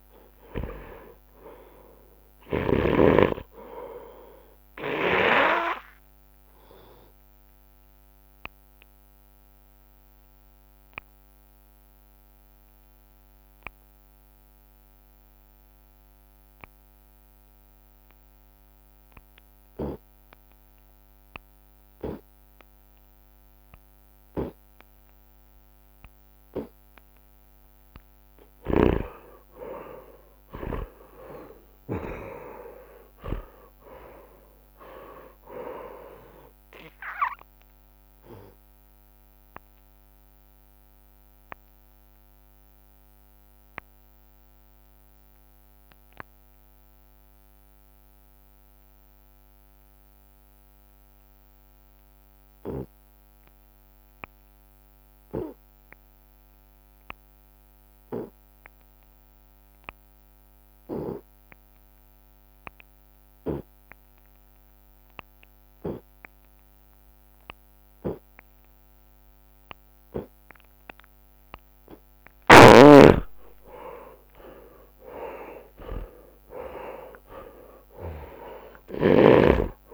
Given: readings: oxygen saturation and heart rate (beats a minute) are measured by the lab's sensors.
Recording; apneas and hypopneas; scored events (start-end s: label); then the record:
breathing in sleep by a microphone on the trachea; 2
9.00-32.00 s: oxygen desaturation (device-marked, oxygen 97% before, 87% lowest)
9.50-27.50 s: obstructive apnea (oxygen 99% before, 86% lowest)
29.00-33.00 s: arousal
37.50-71.50 s: obstructive apnea (oxygen 97% before, 80% lowest)
50.00-69.00 s: oxygen desaturation (device-marked, oxygen 97% before, 86% lowest)
73.00-78.50 s: arousal
From the record:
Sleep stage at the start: N2 (light sleep); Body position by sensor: on the right side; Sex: male